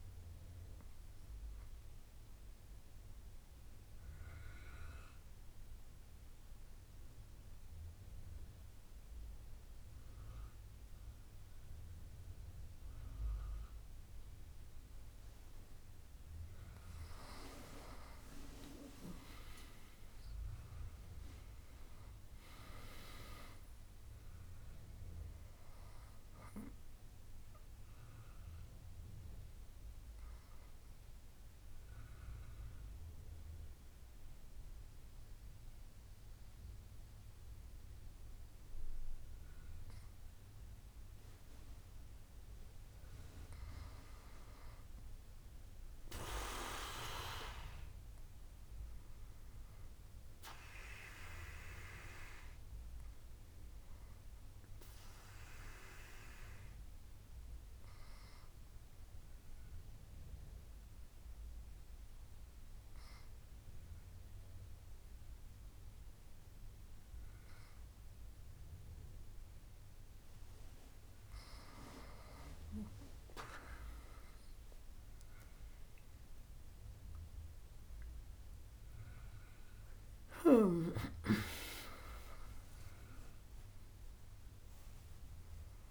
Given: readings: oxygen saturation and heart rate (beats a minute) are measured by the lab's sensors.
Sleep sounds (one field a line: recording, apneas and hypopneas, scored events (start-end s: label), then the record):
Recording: breathing in sleep by a room microphone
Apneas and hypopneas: 3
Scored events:
2.50-16.00 s: obstructive apnea (oxygen 99% before, 96% lowest, heart rate 70 before, 64 extreme, up 10 after)
19.00-22.50 s: arousal
30.50-41.50 s: obstructive apnea (oxygen 99% before, 96% lowest, heart rate 72 before, 64 extreme, up 9 after)
45.50-49.50 s: arousal
57.50-71.50 s: obstructive apnea (oxygen 98% before, 96% lowest, heart rate 69 before, 67 extreme, up 8 after)
75.00-79.50 s: arousal
From the record:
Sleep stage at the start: N2 (light sleep)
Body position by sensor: on the back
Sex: female